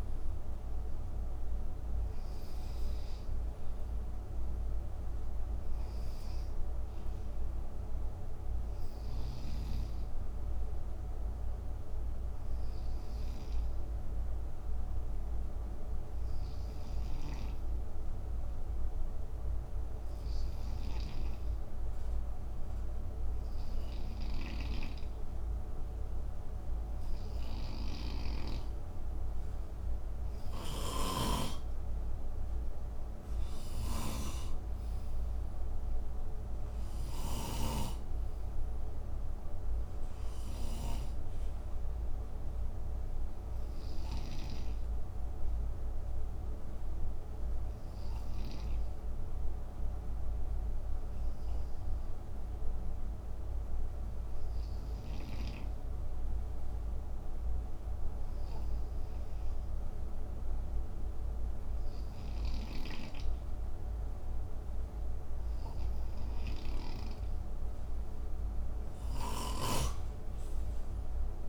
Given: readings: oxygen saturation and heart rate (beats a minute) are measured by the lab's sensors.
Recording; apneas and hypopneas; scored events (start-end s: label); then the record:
breathing in sleep by a room microphone; 2
12.50-27.50 s: hypopnea (oxygen 96% before, 91% lowest, heart rate 61 before, 53 extreme, up 4 after)
24.00-44.00 s: snoring (device-marked)
30.00-34.00 s: arousal
34.00-57.00 s: oxygen desaturation (device-marked, oxygen 95% before, 91% lowest, heart rate 59 before, 53 extreme)
42.50-67.00 s: hypopnea (oxygen 95% before, 91% lowest, heart rate 60 before, 53 extreme, up 9 after)
68.50-71.49 s: snoring (device-marked)
69.50-71.49 s: arousal
From the record:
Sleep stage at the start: N2 (light sleep); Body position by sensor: on the right side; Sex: male